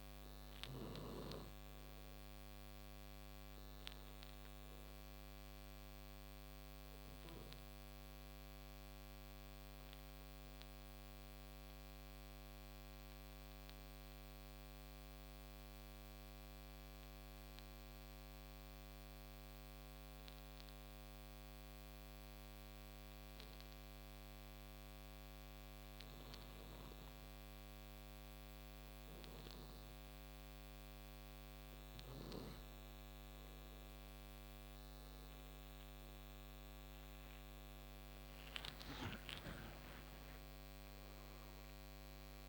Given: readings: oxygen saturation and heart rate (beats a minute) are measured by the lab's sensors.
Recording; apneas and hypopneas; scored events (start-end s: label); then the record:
breathing in sleep by a microphone on the trachea; 1
0.00-1.00 s: snoring (device-marked)
0.00-16.00 s: oxygen desaturation (device-marked, oxygen 91% lowest, heart rate 54 extreme)
9.50-28.00 s: obstructive apnea (oxygen 97% before, 89% lowest, heart rate 64 before, 54 extreme, up 22 after)
25.50-29.00 s: snoring (device-marked)
30.00-42.49 s: oxygen desaturation (device-marked, oxygen 96% before, 89% lowest, heart rate 60 before, 53 extreme)
31.00-34.50 s: snoring (device-marked)
39.00-42.49 s: arousal
From the record:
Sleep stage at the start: N2 (light sleep); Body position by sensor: on the right side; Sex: male